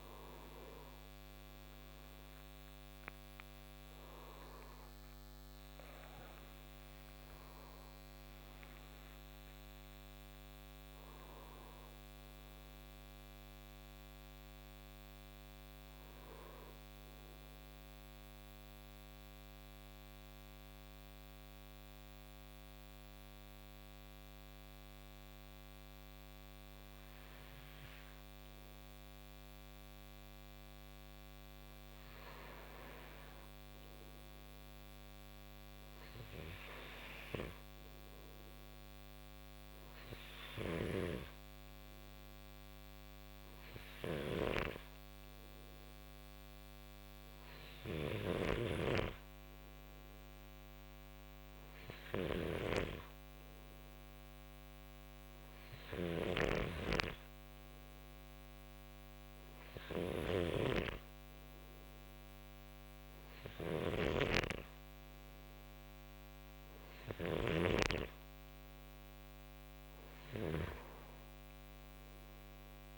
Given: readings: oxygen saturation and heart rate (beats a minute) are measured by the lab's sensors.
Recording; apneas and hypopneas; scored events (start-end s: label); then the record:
a person partly awake in a sleep study, by a microphone on the trachea; 1
9.00-72.98 s: new sleep stage, N2 (light sleep)
19.50-32.00 s: hypopnea (oxygen 96% before, 93% lowest, heart rate 79 before, 58 extreme, up 9 after)
34.00-39.00 s: arousal
43.50-48.50 s: snoring (device-marked)
63.50-67.00 s: snoring (device-marked)
From the record:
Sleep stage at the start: awake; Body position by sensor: on the front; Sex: male